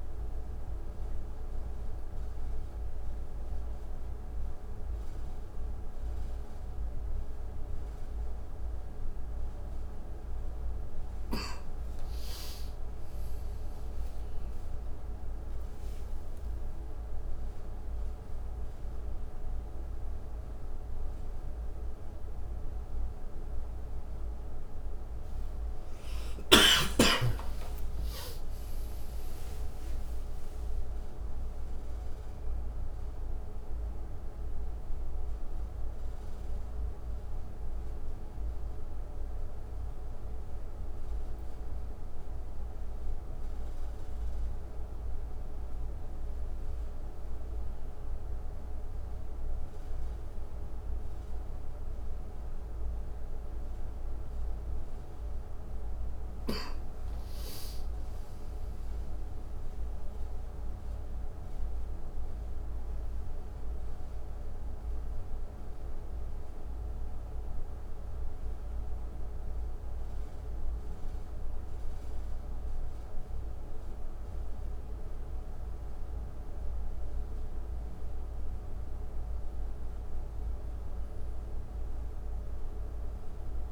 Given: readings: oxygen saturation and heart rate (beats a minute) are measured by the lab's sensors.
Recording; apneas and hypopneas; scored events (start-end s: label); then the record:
a person awake in a sleep study, hard to hear, by a room microphone; none
none scored
From the record:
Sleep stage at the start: awake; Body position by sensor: on the right side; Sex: male